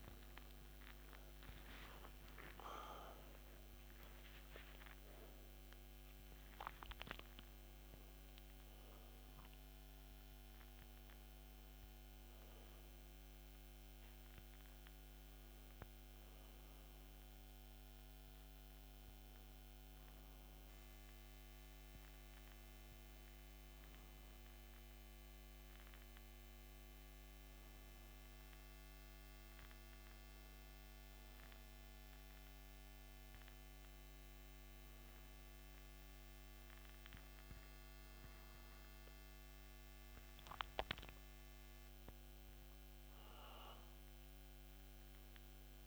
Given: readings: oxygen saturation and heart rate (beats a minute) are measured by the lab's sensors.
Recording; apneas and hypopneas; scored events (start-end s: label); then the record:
breathing in sleep by a microphone on the trachea; none
0.00-2.50 s: arousal
From the record:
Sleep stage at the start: N2 (light sleep); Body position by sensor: on the back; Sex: male